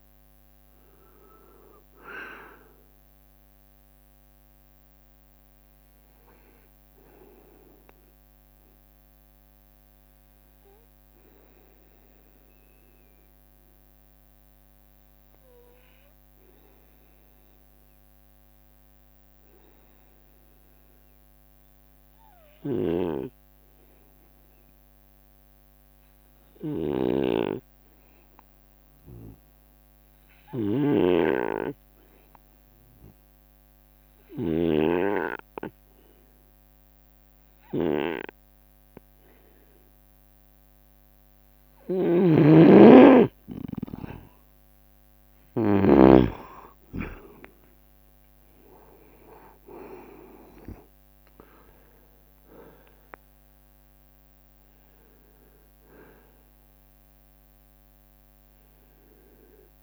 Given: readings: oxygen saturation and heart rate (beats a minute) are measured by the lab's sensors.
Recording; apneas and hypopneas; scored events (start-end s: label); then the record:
breathing in sleep by a microphone on the trachea; 1
0.00-4.00 s: leg movement (device-marked)
0.00-11.50 s: oxygen desaturation (device-marked, oxygen 89% lowest, heart rate 70 extreme)
10.50-40.00 s: obstructive apnea (oxygen 97% before, 91% lowest, heart rate 74 before, 69 extreme, up 1 after)
23.00-46.50 s: snoring (device-marked)
33.50-59.83 s: oxygen desaturation (device-marked, oxygen 98% before, 91% lowest, heart rate 71 before, 69 extreme)
44.50-48.50 s: arousal
45.50-59.83 s: drop in pulse transit time (device-marked, heart rate 72 before, 71 extreme)
51.00-54.50 s: leg movement (device-marked)
From the record:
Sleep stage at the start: N2 (light sleep); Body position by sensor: on the right side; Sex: male